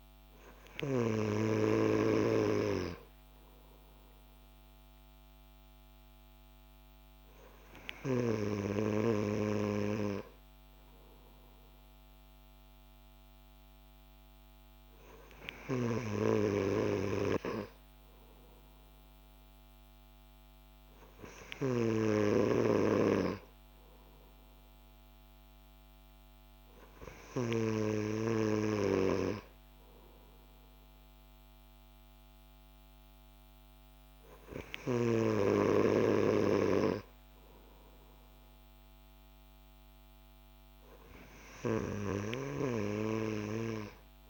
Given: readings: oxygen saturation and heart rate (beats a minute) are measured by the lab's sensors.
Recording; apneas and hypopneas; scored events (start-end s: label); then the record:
breathing in sleep by a microphone on the trachea; none
none scored
From the record:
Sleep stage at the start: N3 (deep sleep); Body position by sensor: on the back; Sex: male